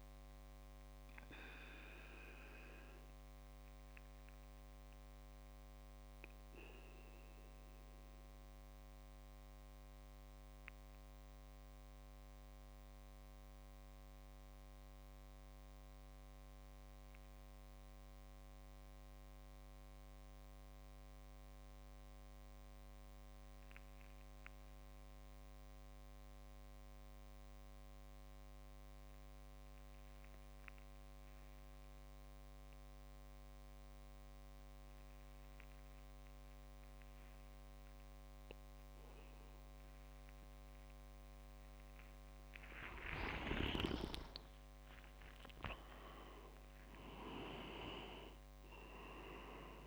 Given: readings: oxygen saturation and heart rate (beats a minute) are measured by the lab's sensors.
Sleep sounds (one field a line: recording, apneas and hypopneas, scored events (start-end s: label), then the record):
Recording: breathing in sleep by a microphone on the trachea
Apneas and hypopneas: 1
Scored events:
2.00-43.00 s: mixed apnea (oxygen 97% before, 94% lowest, heart rate 71 before, 59 extreme, up 7 after)
35.00-49.87 s: oxygen desaturation (device-marked, oxygen 99% before, 94% lowest, heart rate 64 before, 59 extreme)
42.50-45.00 s: leg movement (device-marked)
44.00-48.50 s: arousal
From the record:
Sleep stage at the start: N2 (light sleep)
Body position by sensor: on the back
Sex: male